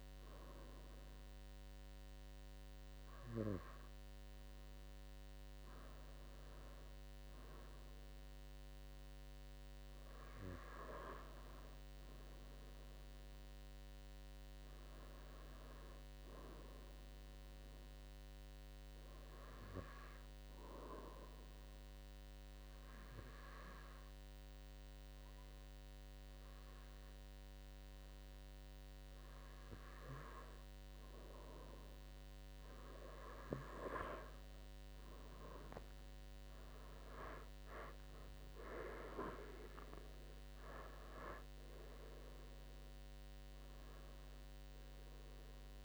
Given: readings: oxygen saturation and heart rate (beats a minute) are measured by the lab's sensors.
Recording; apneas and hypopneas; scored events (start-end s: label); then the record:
breathing in sleep by a microphone on the trachea; 1
20.00-34.00 s: obstructive apnea (oxygen 96% before, 92% lowest, heart rate 82 before, 84 extreme, up 9 after)
36.50-39.50 s: arousal
From the record:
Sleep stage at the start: N2 (light sleep); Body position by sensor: on the right side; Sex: male